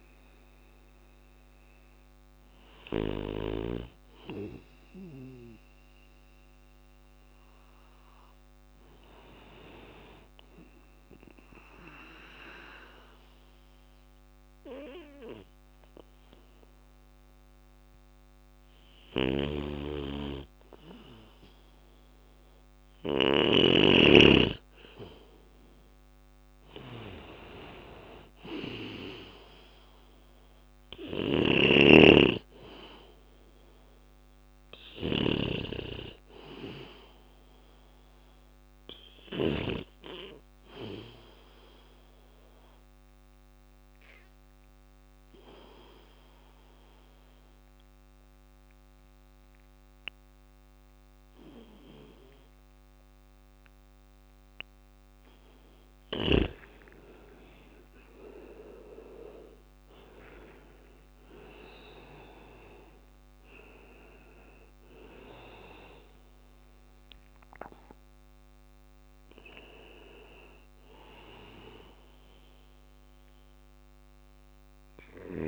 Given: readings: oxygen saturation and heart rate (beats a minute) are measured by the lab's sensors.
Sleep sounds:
breathing in sleep by a microphone on the trachea; 2
0.00-26.00 s: bradycardia (device-marked, heart rate 55 extreme)
9.50-19.50 s: obstructive apnea (oxygen 100% before, 94% lowest, heart rate 59 before, 57 extreme, up 2 after)
18.00-22.50 s: snoring (device-marked)
23.00-27.00 s: arousal
30.00-38.50 s: snoring (device-marked)
30.00-42.00 s: oxygen desaturation (device-marked, oxygen 98% before, 95% lowest, heart rate 58 before, 58 extreme)
39.00-44.00 s: bradycardia (device-marked, heart rate 61 before, 59 extreme)
41.00-54.50 s: obstructive apnea (oxygen 98% before, 94% lowest, heart rate 60 before, 58 extreme, up 4 after)
55.50-59.00 s: arousal
56.00-68.00 s: drop in pulse transit time (device-marked, heart rate 60 before, 58 extreme)
57.00-75.48 s: new sleep stage, N1 (lightest sleep)
58.00-75.48 s: oxygen desaturation (device-marked, oxygen 98% before, 94% lowest, heart rate 60 before, 58 extreme)
62.00-65.00 s: bradycardia (device-marked, heart rate 61 before, 60 extreme)
From the record:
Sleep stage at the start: N2 (light sleep); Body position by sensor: on the back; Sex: male

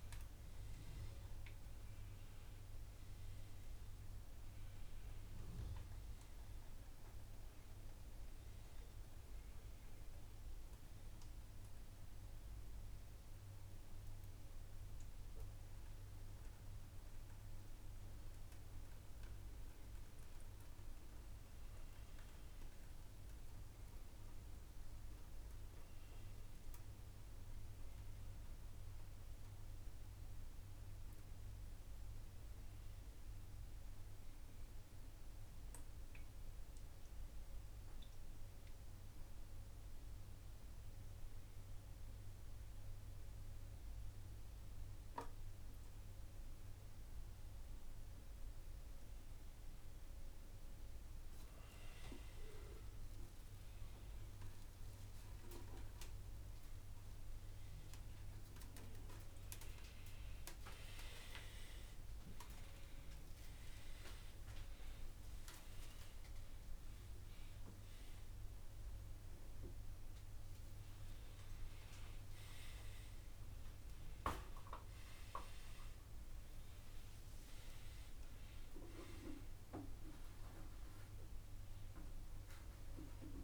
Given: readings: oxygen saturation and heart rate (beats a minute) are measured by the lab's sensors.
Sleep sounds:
a person awake in a sleep study, by a room microphone; none
none scored
From the record:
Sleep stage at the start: awake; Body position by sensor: upright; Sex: male

